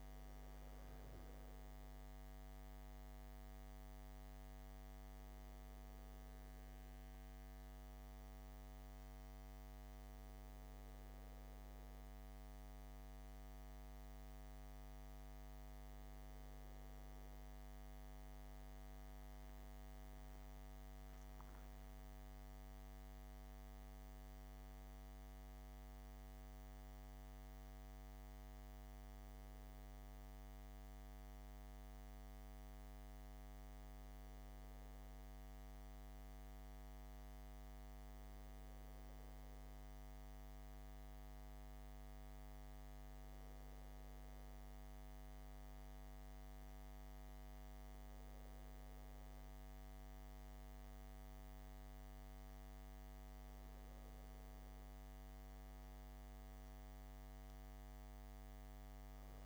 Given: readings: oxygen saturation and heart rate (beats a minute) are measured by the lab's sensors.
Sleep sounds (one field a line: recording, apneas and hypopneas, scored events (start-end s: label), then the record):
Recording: a person awake in a sleep study, hard to hear, by a microphone on the trachea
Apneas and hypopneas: none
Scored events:
30.00-59.46 s: new sleep stage, N1 (lightest sleep)
From the record:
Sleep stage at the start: awake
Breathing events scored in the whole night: 459 in 5.0 hours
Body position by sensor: on the back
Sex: male